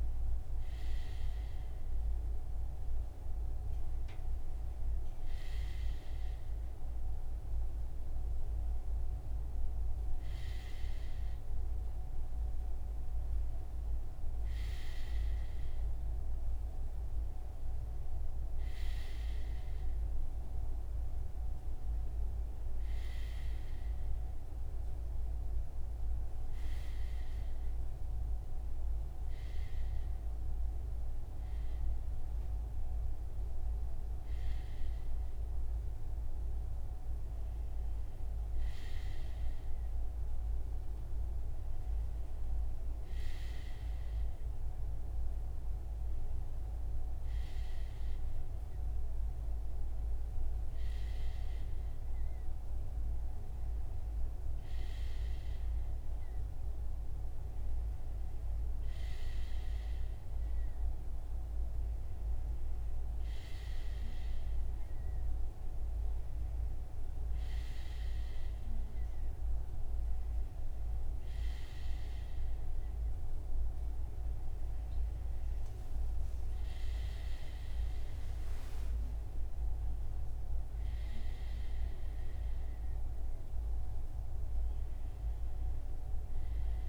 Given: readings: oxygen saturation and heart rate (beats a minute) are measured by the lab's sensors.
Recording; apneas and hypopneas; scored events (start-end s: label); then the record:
breathing in sleep, hard to hear, by a room microphone; none
75.00-79.00 s: arousal
From the record:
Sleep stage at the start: REM sleep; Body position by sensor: on the front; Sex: male